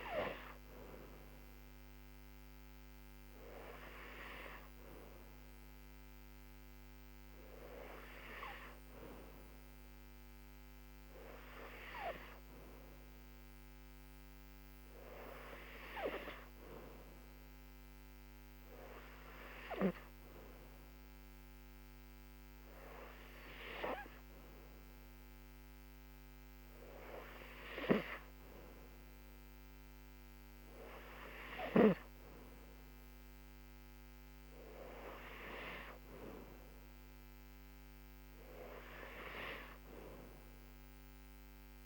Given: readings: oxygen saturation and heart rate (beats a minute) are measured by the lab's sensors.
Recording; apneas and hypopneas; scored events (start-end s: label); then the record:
breathing in sleep by a microphone on the trachea; none
none scored
From the record:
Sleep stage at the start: N2 (light sleep); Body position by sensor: on the back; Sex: female